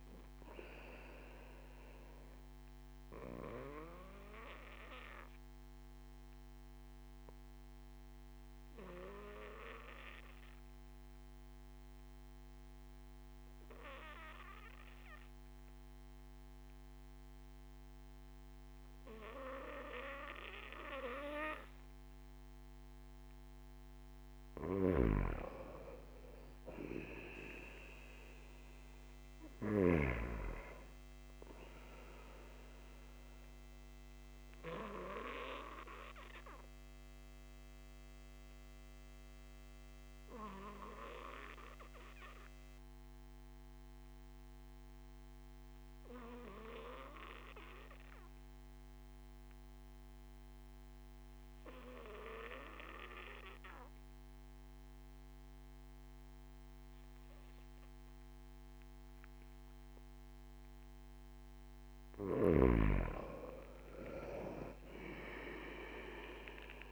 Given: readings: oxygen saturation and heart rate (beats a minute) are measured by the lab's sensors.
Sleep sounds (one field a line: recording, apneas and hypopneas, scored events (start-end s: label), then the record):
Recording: breathing in sleep by a microphone on the trachea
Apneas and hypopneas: 2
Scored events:
0.00-14.50 s: oxygen desaturation (device-marked, oxygen 91% lowest)
3.50-23.00 s: obstructive apnea (oxygen 98% before, 91% lowest)
25.00-30.50 s: snoring (device-marked)
26.50-30.50 s: arousal
36.00-60.50 s: obstructive apnea (oxygen 97% before, 92% lowest)
44.50-66.92 s: new sleep stage, N1 (lightest sleep)
59.50-66.92 s: oxygen desaturation (device-marked, oxygen 97% before, 92% lowest)
63.50-66.50 s: arousal
From the record:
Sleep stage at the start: N2 (light sleep)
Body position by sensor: on the back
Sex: male